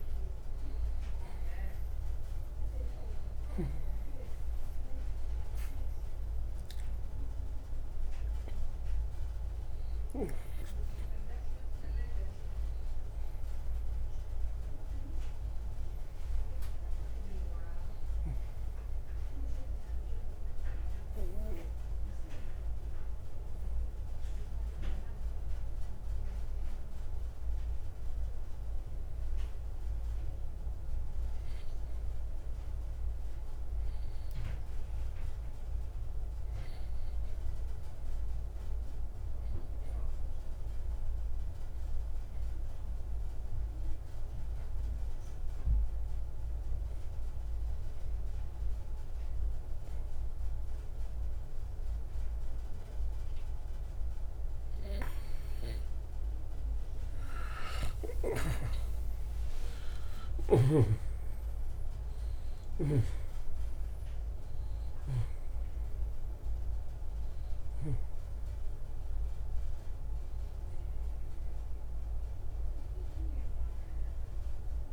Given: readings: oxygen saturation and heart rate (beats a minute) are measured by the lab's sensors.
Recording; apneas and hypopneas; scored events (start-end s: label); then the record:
breathing in sleep by a room microphone; 1
6.00-10.50 s: arousal
7.50-34.50 s: oxygen desaturation (device-marked, oxygen 95% before, 90% lowest, heart rate 62 before, 58 extreme)
23.50-56.50 s: hypopnea (oxygen 96% before, 83% lowest, heart rate 64 before, 58 extreme, up 27 after)
45.50-74.93 s: oxygen desaturation (device-marked, oxygen 96% before, 83% lowest, heart rate 59 before, 57 extreme)
59.00-65.50 s: arousal
60.50-65.50 s: snoring (device-marked)
From the record:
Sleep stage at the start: N2 (light sleep); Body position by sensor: on the right side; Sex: male